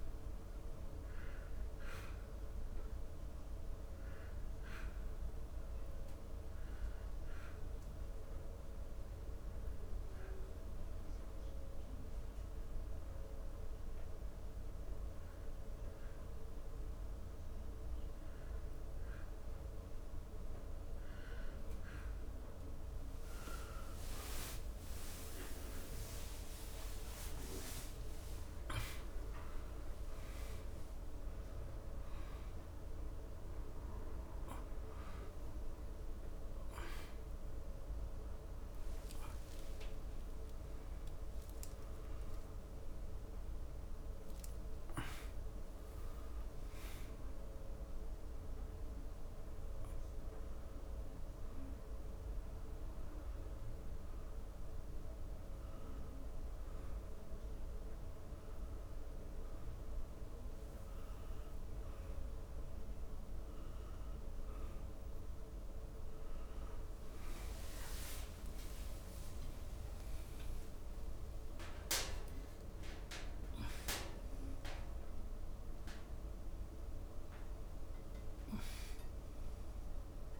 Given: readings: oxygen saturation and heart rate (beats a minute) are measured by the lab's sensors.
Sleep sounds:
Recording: a person awake in a sleep study, hard to hear, by a room microphone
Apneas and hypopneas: 1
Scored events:
0.00-20.00 s: oxygen desaturation (device-marked, oxygen 88% lowest, heart rate 74 extreme)
9.00-20.00 s: hypopnea (oxygen 97% before, 88% lowest, heart rate 79 before, 84 extreme, up 4 after)
26.00-80.40 s: new sleep stage, awake
53.00-68.00 s: oxygen desaturation (device-marked, oxygen 99% before, 95% lowest, heart rate 94 before, 84 extreme)
73.50-75.50 s: long interval between heartbeats (device-marked, heart rate 86 before, 96 extreme)
77.00-79.00 s: long interval between heartbeats (device-marked, heart rate 89 before, 118 extreme)
From the record:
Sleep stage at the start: N2 (light sleep)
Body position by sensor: on the back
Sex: male

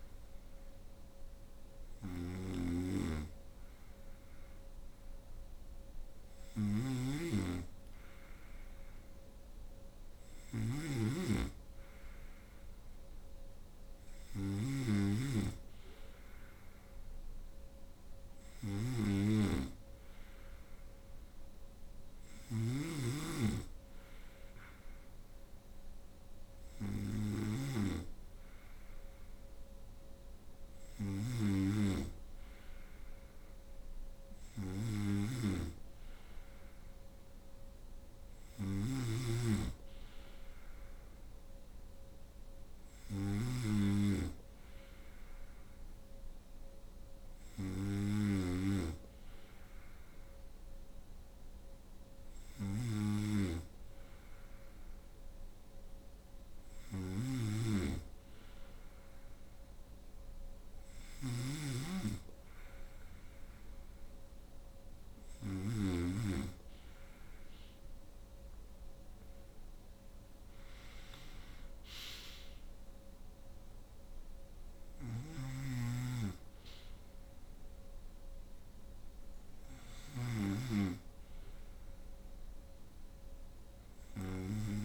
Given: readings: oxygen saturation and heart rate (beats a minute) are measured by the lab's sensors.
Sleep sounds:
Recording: breathing in sleep by a room microphone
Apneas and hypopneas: none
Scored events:
0.00-65.00 s: snoring (device-marked)
74.00-84.85 s: snoring (device-marked)
From the record:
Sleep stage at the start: N2 (light sleep)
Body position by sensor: on the right side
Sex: female

